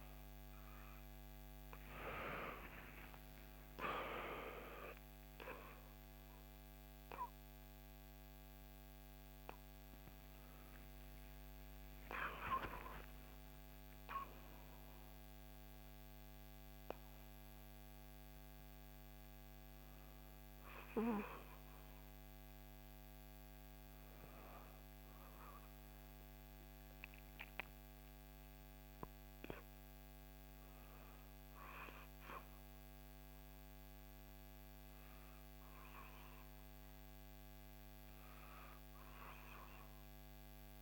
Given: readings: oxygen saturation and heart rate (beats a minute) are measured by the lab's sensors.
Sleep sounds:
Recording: a person partly awake in a sleep study, by a microphone on the trachea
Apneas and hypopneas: 1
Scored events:
9.00-40.82 s: new sleep stage, N2 (light sleep)
24.50-35.50 s: hypopnea (oxygen 98% before, 94% lowest, heart rate 74 before, 65 extreme, up 1 after)
39.50-40.82 s: arousal
From the record:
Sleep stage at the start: awake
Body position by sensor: on the back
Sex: female

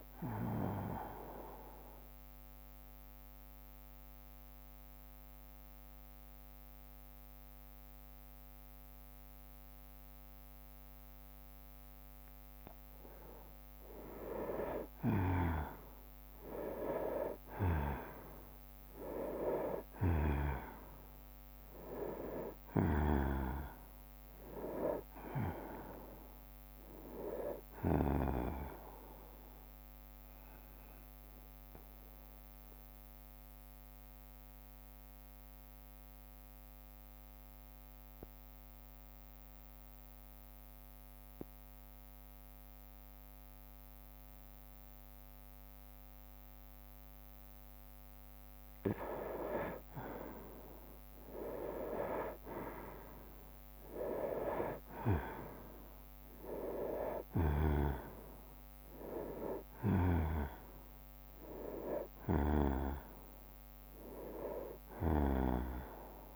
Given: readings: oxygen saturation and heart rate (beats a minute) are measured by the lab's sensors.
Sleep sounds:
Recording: breathing in sleep by a microphone on the trachea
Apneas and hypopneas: 2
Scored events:
1.50-14.50 s: mixed apnea (oxygen 98% before, 90% lowest, heart rate 67 before, 61 extreme, up 15 after)
15.50-42.50 s: oxygen desaturation (device-marked, oxygen 97% before, 91% lowest, heart rate 64 before, 59 extreme)
16.50-21.00 s: arousal
16.50-33.50 s: drop in pulse transit time (device-marked, heart rate 64 before, 65 extreme)
22.00-24.00 s: long interval between heartbeats (device-marked, heart rate 64 before, 76 extreme)
29.50-48.50 s: mixed apnea (oxygen 97% before, 90% lowest, heart rate 68 before, 59 extreme, up 10 after)
39.50-43.50 s: bradycardia (device-marked, heart rate 71 before, 59 extreme)
41.50-66.36 s: new sleep stage, N2 (light sleep)
50.50-55.50 s: arousal
53.50-65.50 s: drop in pulse transit time (device-marked, heart rate 61 before, 67 extreme)
53.50-66.36 s: oxygen desaturation (device-marked, oxygen 98% before, 90% lowest, heart rate 61 before, 55 extreme)
From the record:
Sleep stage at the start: N1 (lightest sleep)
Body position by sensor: on the right side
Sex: male

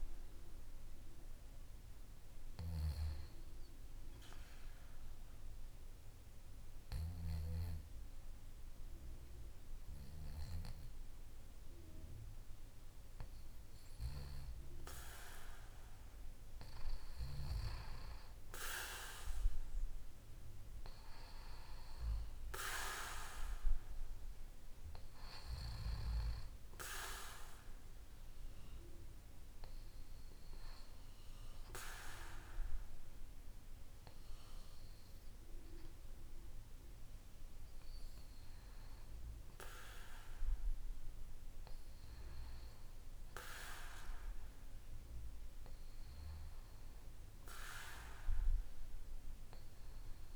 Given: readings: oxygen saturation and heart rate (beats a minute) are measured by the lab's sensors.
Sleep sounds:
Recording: a person partly awake in a sleep study, by a room microphone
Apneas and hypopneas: none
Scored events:
7.50-50.36 s: new sleep stage, N1 (lightest sleep)
34.50-43.50 s: oxygen desaturation (device-marked, oxygen 96% before, 93% lowest, heart rate 57 before, 55 extreme)
47.00-50.36 s: arousal
From the record:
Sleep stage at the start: awake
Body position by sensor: on the back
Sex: male

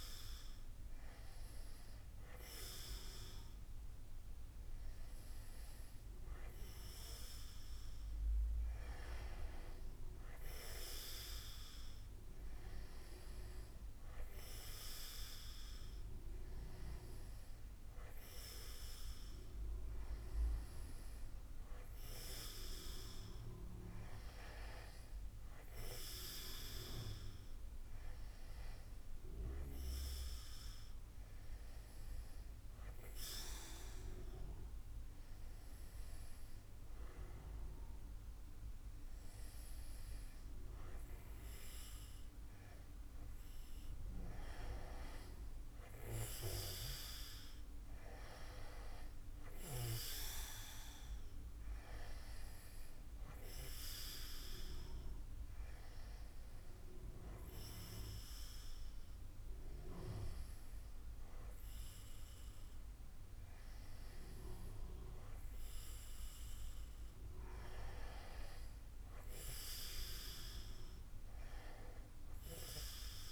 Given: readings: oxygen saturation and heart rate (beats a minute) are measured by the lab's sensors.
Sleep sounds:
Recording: breathing in sleep by a room microphone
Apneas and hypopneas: none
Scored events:
none scored
From the record:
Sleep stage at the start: N2 (light sleep)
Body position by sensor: on the back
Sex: male

